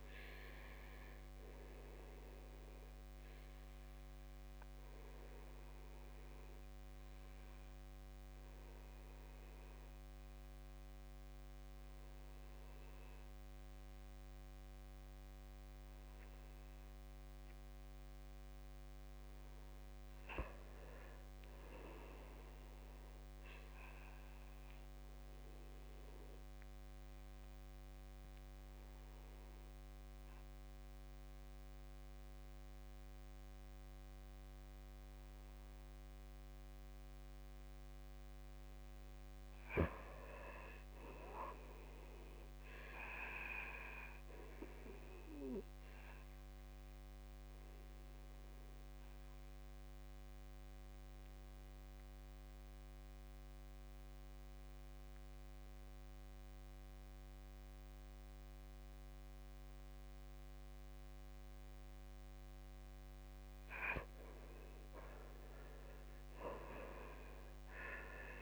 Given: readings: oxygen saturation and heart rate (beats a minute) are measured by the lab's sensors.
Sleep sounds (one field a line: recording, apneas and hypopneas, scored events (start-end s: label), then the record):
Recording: breathing in sleep by a microphone on the trachea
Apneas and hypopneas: 2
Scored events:
0.00-13.50 s: oxygen desaturation (device-marked, oxygen 79% lowest, heart rate 54 extreme)
0.50-16.50 s: obstructive apnea (oxygen 95% before, 79% lowest, heart rate 67 before, 54 extreme, up 7 after)
18.50-22.00 s: arousal
26.50-42.50 s: oxygen desaturation (device-marked, oxygen 99% before, 89% lowest, heart rate 57 before, 57 extreme)
44.00-63.00 s: obstructive apnea (oxygen 99% before, 84% lowest, heart rate 60 before, 56 extreme, up 10 after)
50.50-62.50 s: oxygen desaturation (device-marked, oxygen 95% before, 86% lowest, heart rate 61 before, 56 extreme)
64.00-67.00 s: arousal
64.50-68.42 s: oxygen desaturation (device-marked, oxygen 96% before, 84% lowest, heart rate 62 before, 54 extreme)
From the record:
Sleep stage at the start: N2 (light sleep)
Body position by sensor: on the back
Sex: male